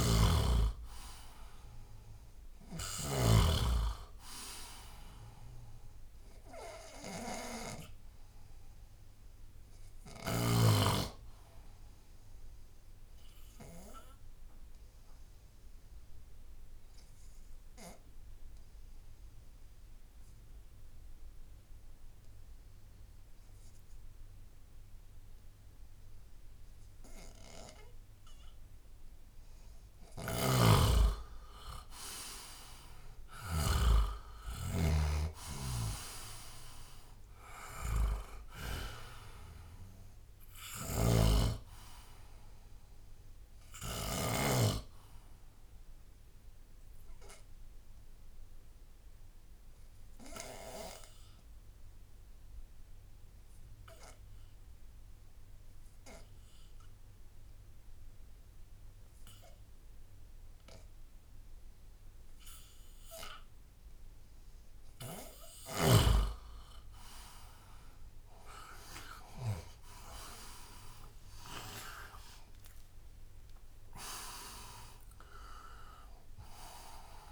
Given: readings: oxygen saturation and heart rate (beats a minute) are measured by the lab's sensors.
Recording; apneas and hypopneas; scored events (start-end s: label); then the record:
breathing in sleep by a room microphone; 2
0.00-3.00 s: snoring (device-marked)
0.00-4.00 s: oxygen desaturation (device-marked, oxygen 94% lowest, heart rate 70 extreme)
13.00-28.00 s: obstructive apnea (oxygen 98% before, 92% lowest, heart rate 76 before, 71 extreme, up 7 after)
30.00-44.50 s: snoring (device-marked)
31.50-34.50 s: arousal
33.00-41.00 s: oxygen desaturation (device-marked, oxygen 97% before, 93% lowest, heart rate 74 before, 74 extreme)
46.50-64.00 s: obstructive apnea (oxygen 97% before, 92% lowest, heart rate 78 before, 74 extreme, up 8 after)
49.00-63.00 s: oxygen desaturation (device-marked, oxygen 95% before, 92% lowest, heart rate 80 before, 74 extreme)
69.50-73.50 s: arousal
From the record:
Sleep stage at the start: N2 (light sleep); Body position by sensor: on the left side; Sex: male